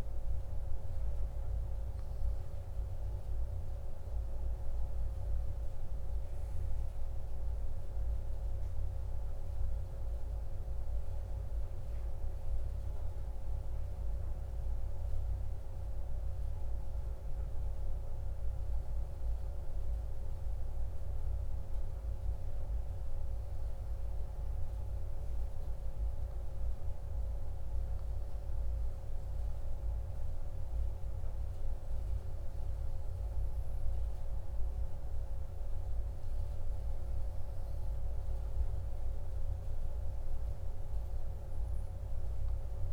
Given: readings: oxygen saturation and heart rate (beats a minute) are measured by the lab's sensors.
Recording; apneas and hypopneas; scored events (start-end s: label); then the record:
a person partly awake in a sleep study, hard to hear, by a room microphone; 1
10.50-42.93 s: new sleep stage, N1 (lightest sleep)
20.00-38.50 s: hypopnea (oxygen 100% before, 97% lowest, heart rate 55 before, 55 extreme, up 2 after)
40.00-42.93 s: arousal
From the record:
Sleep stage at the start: awake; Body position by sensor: on the back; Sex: male